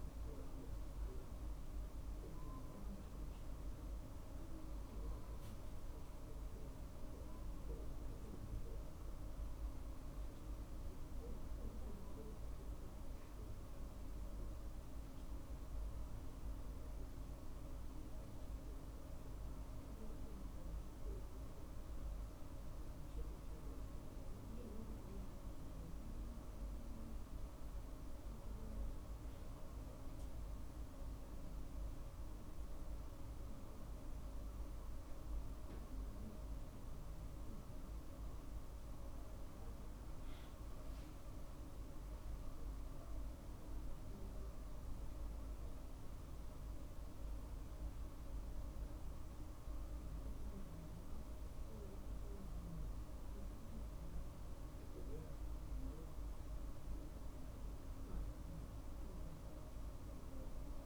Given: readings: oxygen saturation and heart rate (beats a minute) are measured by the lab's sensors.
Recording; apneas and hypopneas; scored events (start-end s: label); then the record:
breathing in sleep, hard to hear, by a room microphone; none
33.50-37.50 s: arousal
From the record:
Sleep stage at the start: N2 (light sleep); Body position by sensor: on the right side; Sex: male